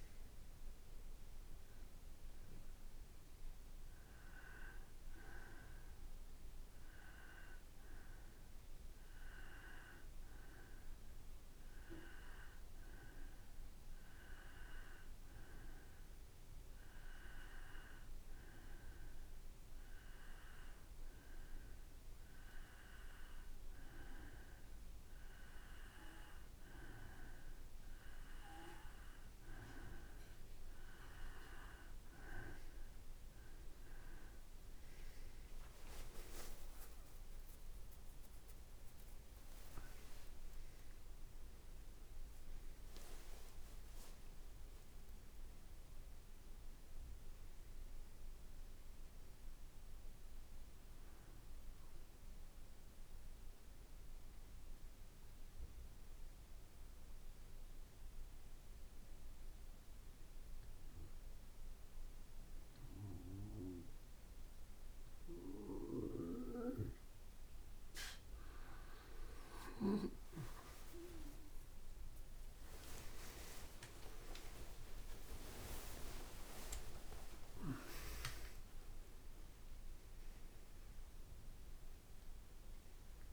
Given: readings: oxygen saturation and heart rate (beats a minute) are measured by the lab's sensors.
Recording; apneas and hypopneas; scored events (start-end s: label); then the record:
breathing in sleep by a room microphone; 1
31.00-44.00 s: drop in pulse transit time (device-marked, heart rate 57 before, 59 extreme)
36.00-40.00 s: arousal
51.00-66.50 s: obstructive apnea (oxygen 94% before, 88% lowest, heart rate 60 before, 54 extreme, up 38 after)
68.00-83.00 s: oxygen desaturation (device-marked, oxygen 96% before, 89% lowest, heart rate 56 before, 56 extreme)
71.00-73.00 s: drop in pulse transit time (device-marked, heart rate 57 before, 68 extreme)
71.50-73.50 s: long interval between heartbeats (device-marked, heart rate 57 before, 68 extreme)
71.50-77.50 s: arousal
73.00-80.00 s: tachycardia (device-marked, heart rate 58 before, 130 extreme)
74.00-76.00 s: long interval between heartbeats (device-marked, heart rate 59 before, 92 extreme)
77.00-79.00 s: long interval between heartbeats (device-marked, heart rate 66 before, 125 extreme)
From the record:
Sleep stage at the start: N2 (light sleep); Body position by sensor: on the back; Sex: male